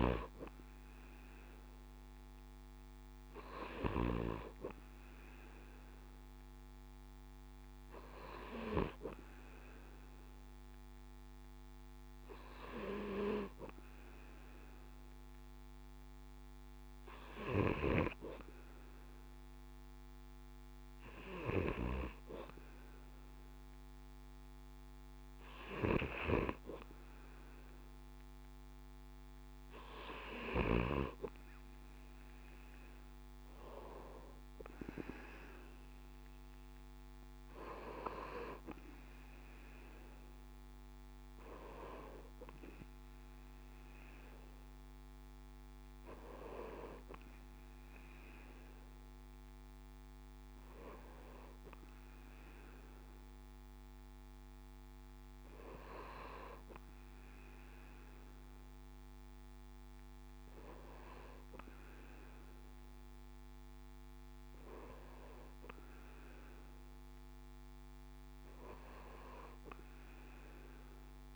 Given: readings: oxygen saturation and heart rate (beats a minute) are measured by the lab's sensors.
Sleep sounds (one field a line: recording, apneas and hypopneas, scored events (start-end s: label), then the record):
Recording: breathing in sleep by a microphone on the trachea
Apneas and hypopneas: none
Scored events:
none scored
From the record:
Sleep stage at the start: N2 (light sleep)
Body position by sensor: on the back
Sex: male